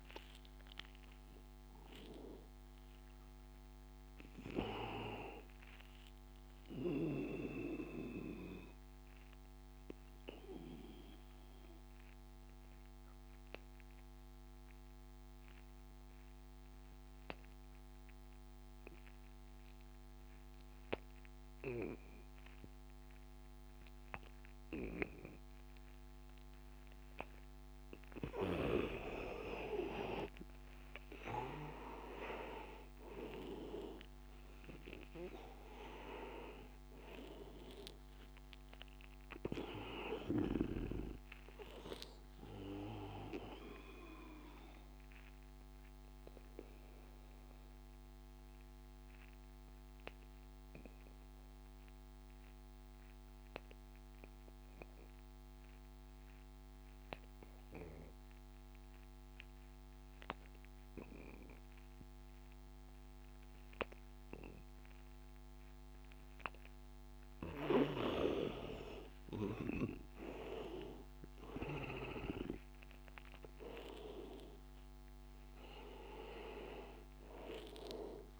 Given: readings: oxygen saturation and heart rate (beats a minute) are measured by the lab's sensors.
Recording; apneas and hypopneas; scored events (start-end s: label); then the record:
breathing in sleep by a microphone on the trachea; 2
0.00-10.00 s: oxygen desaturation (device-marked, oxygen 86% lowest, heart rate 85 extreme)
7.50-27.50 s: obstructive apnea (oxygen 99% before, 83% lowest, heart rate 93 before, 85 extreme, up 6 after)
28.00-55.00 s: oxygen desaturation (device-marked, oxygen 99% before, 85% lowest, heart rate 86 before, 89 extreme)
30.50-36.00 s: arousal
44.00-67.50 s: obstructive apnea (oxygen 99% before, 82% lowest, heart rate 92 before, 85 extreme, up 3 after)
69.50-74.00 s: arousal
71.00-78.40 s: oxygen desaturation (device-marked, oxygen 98% before, 82% lowest, heart rate 91 before, 84 extreme)
From the record:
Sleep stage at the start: N2 (light sleep); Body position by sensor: on the back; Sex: male